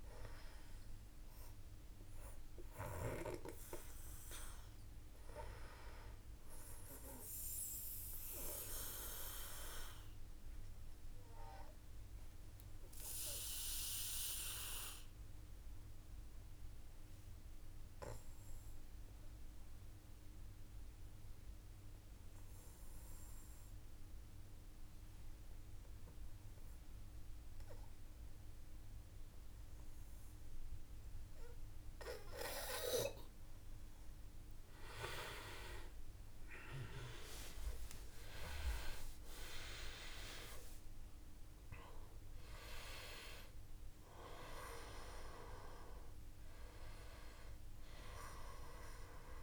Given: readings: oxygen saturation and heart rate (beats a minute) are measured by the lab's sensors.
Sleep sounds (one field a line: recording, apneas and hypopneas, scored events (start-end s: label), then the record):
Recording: breathing in sleep by a room microphone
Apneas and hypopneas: 1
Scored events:
0.00-14.50 s: oxygen desaturation (device-marked, oxygen 90% lowest, heart rate 52 extreme)
6.50-31.50 s: obstructive apnea (oxygen 97% before, 90% lowest, heart rate 56 before, 54 extreme, up 15 after)
35.50-40.00 s: arousal
35.50-49.43 s: oxygen desaturation (device-marked, oxygen 98% before, 93% lowest, heart rate 55 before, 54 extreme)
From the record:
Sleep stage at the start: N2 (light sleep)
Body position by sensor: on the back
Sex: male